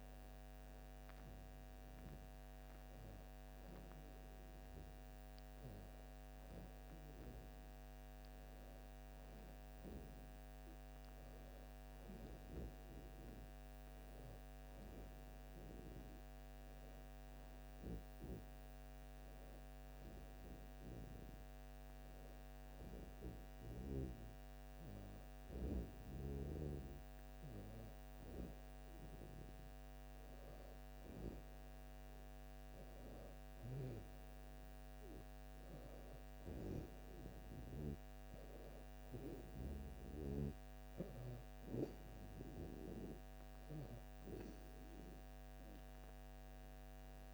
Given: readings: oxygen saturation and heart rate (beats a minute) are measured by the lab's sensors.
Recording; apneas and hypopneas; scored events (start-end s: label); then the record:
breathing in sleep by a microphone on the trachea; none
none scored
From the record:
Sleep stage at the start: N1 (lightest sleep); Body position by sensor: on the back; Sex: female